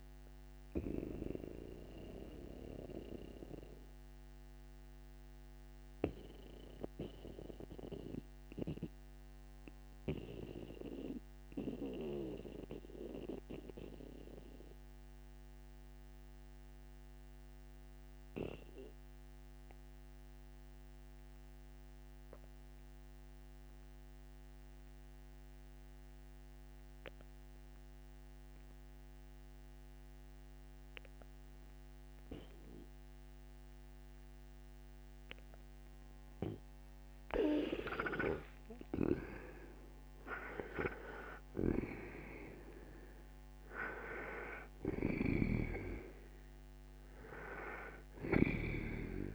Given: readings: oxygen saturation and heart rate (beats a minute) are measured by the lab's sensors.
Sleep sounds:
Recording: breathing in sleep by a microphone on the trachea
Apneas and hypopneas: 1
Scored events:
0.00-23.50 s: oxygen desaturation (device-marked, oxygen 86% lowest, heart rate 57 extreme)
1.50-36.00 s: mixed apnea (oxygen 98% before, 80% lowest, heart rate 72 before, 57 extreme, up 23 after)
35.50-49.35 s: oxygen desaturation (device-marked, oxygen 98% before, 80% lowest, heart rate 61 before, 60 extreme)
37.50-43.00 s: arousal
38.50-49.35 s: snoring (device-marked)
From the record:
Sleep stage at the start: N2 (light sleep)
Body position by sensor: on the right side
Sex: male

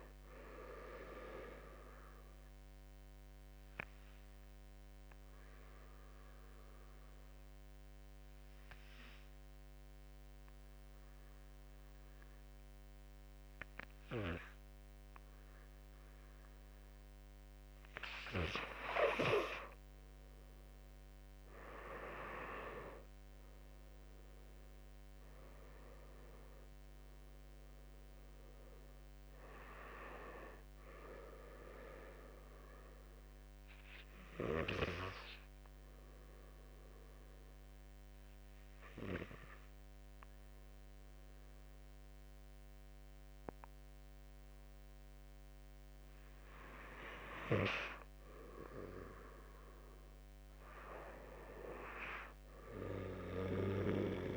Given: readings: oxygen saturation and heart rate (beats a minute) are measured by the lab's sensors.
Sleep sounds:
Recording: breathing in sleep by a microphone on the trachea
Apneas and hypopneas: 2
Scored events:
0.00-8.00 s: oxygen desaturation (device-marked, oxygen 87% lowest, heart rate 50 extreme)
2.00-17.00 s: obstructive apnea (oxygen 96% before, 87% lowest, heart rate 60 before, 52 extreme, up 9 after)
17.00-36.00 s: oxygen desaturation (device-marked, oxygen 97% before, 87% lowest, heart rate 57 before, 52 extreme)
19.50-23.00 s: arousal
32.50-44.00 s: obstructive apnea (oxygen 97% before, 85% lowest, heart rate 59 before, 52 extreme, up 3 after)
46.00-49.00 s: arousal
From the record:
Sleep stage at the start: N2 (light sleep)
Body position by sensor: on the back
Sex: male

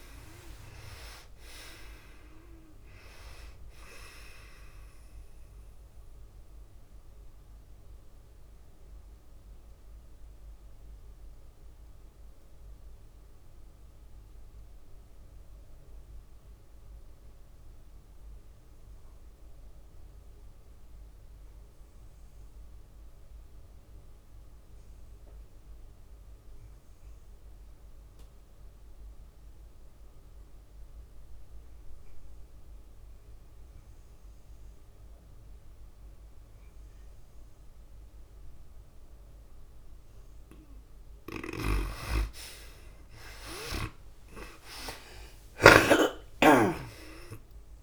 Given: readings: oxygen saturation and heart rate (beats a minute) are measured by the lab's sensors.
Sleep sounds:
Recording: breathing in sleep by a room microphone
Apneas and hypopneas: 1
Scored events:
0.00-16.00 s: oxygen desaturation (device-marked, oxygen 56% lowest, heart rate 79 extreme)
0.00-30.00 s: tachycardia (device-marked, heart rate 117 extreme)
1.00-16.00 s: drop in pulse transit time (device-marked, heart rate 93 before, 102 extreme)
6.50-40.50 s: mixed apnea (oxygen 75% before, 60% lowest, heart rate 95 before, 93 extreme, up 16 after)
18.00-47.83 s: oxygen desaturation (device-marked, oxygen 97% before, 60% lowest, heart rate 109 before, 93 extreme)
42.00-46.50 s: snoring (device-marked)
43.00-47.83 s: tachycardia (device-marked, heart rate 105 before, 118 extreme)
44.00-47.83 s: arousal
46.00-47.83 s: drop in pulse transit time (device-marked, heart rate 99 before, 102 extreme)
From the record:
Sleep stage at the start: N2 (light sleep)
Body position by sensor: on the back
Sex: female

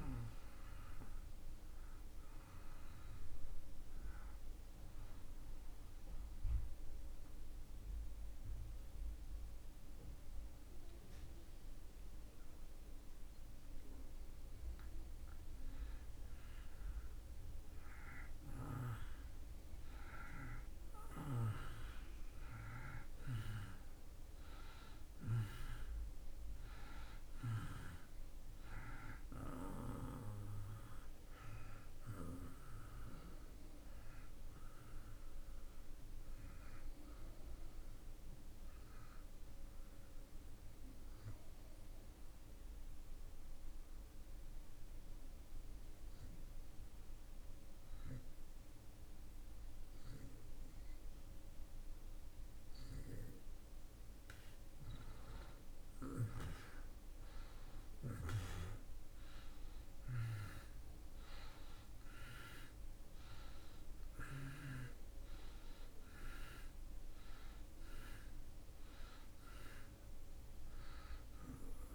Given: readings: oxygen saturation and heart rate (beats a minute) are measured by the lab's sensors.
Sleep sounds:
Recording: breathing in sleep by a room microphone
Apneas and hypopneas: 2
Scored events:
0.00-13.50 s: oxygen desaturation (device-marked, oxygen 86% lowest)
3.50-14.00 s: obstructive apnea (oxygen 96% before, 86% lowest)
18.50-24.50 s: arousal
31.50-48.50 s: oxygen desaturation (device-marked, oxygen 94% before, 88% lowest)
37.50-52.50 s: obstructive apnea (oxygen 95% before, 84% lowest)
58.00-63.00 s: arousal
62.50-71.95 s: oxygen desaturation (device-marked, oxygen 94% before, 84% lowest)
From the record:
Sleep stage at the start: N2 (light sleep)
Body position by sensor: on the back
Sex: male

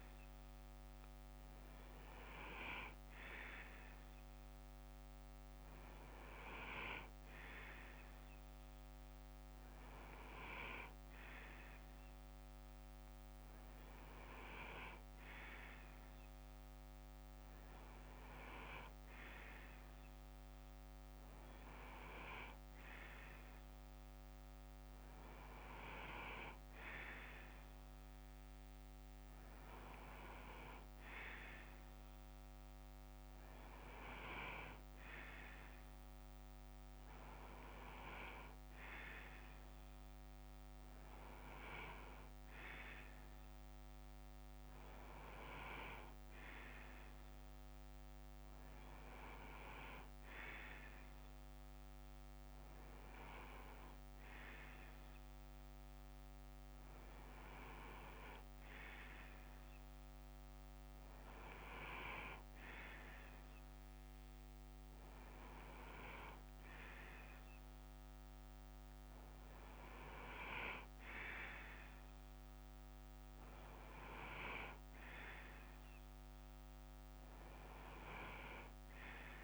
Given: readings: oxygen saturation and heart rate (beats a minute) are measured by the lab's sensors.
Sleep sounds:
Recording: breathing in sleep by a microphone on the trachea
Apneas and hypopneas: none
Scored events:
2.50-11.50 s: bradycardia (device-marked, heart rate 61 before, 58 extreme)
26.50-28.50 s: bradycardia (device-marked, heart rate 61 before, 57 extreme)
48.50-68.50 s: bradycardia (device-marked, heart rate 61 before, 58 extreme)
77.50-79.44 s: bradycardia (device-marked, heart rate 61 before, 58 extreme)
From the record:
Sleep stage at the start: N2 (light sleep)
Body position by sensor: on the left side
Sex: male

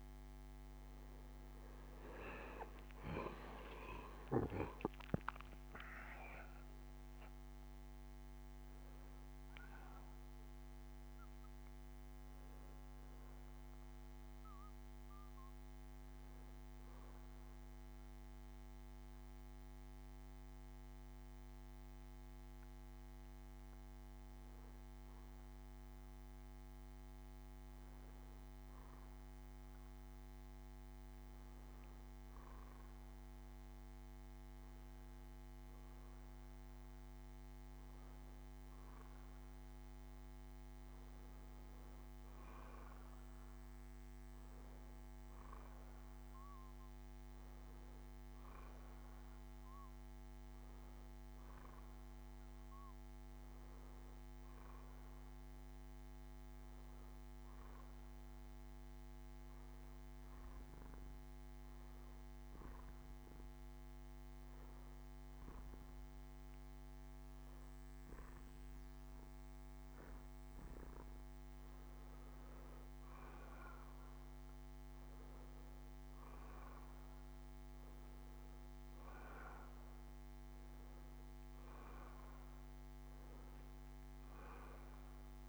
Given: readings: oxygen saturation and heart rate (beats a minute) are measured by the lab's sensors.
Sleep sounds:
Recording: breathing in sleep, hard to hear, by a microphone on the trachea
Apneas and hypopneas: 2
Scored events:
3.50-8.00 s: arousal
15.50-28.50 s: mixed apnea (oxygen 93% before, 88% lowest, heart rate 71 before, 61 extreme, up 11 after)
31.00-35.00 s: arousal
37.50-85.49 s: new sleep stage, N2 (light sleep)
38.50-59.50 s: oxygen desaturation (device-marked, oxygen 97% before, 93% lowest, heart rate 68 before, 54 extreme)
58.00-70.50 s: hypopnea (oxygen 97% before, 88% lowest, heart rate 71 before, 53 extreme, up 9 after)
63.50-67.50 s: bradycardia (device-marked, heart rate 75 before, 54 extreme)
68.50-75.50 s: bradycardia (device-marked, heart rate 75 before, 54 extreme)
73.00-77.00 s: arousal
74.50-85.49 s: oxygen desaturation (device-marked, oxygen 94% before, 88% lowest, heart rate 61 before, 53 extreme)
From the record:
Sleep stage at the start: N1 (lightest sleep)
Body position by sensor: on the back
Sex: male

